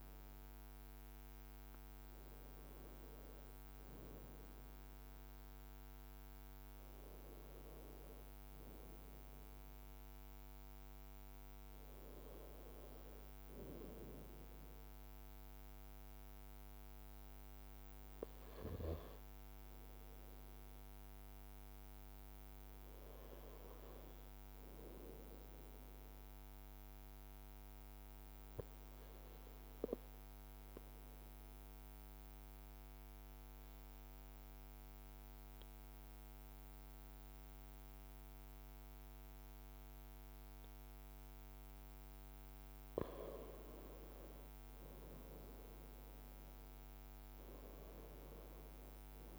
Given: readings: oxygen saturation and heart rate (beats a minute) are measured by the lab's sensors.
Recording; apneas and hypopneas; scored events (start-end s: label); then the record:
breathing in sleep by a microphone on the trachea; 1
26.00-41.00 s: obstructive apnea (oxygen 97% before, 95% lowest, heart rate 56 before, 53 extreme, up 3 after)
39.00-41.00 s: long interval between heartbeats (device-marked, heart rate 55 before, 57 extreme)
43.50-47.50 s: arousal
45.50-47.50 s: leg movement (device-marked)
From the record:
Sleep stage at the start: N2 (light sleep); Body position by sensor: on the right side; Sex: male